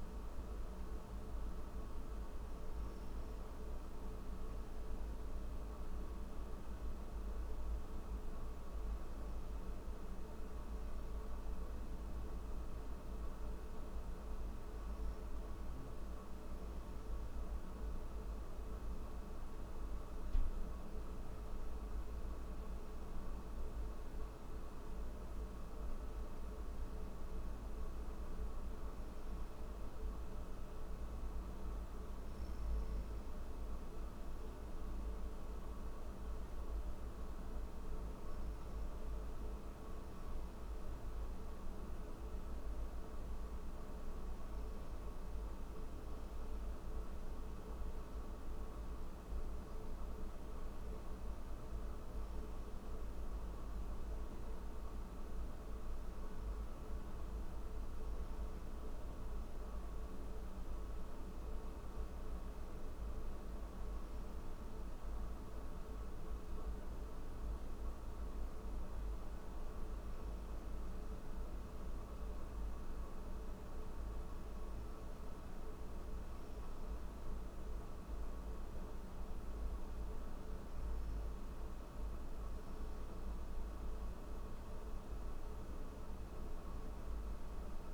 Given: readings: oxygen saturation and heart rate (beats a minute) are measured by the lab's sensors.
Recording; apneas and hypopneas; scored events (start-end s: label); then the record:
breathing in sleep, hard to hear, by a room microphone; none
none scored
From the record:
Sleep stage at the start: N3 (deep sleep); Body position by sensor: on the back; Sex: male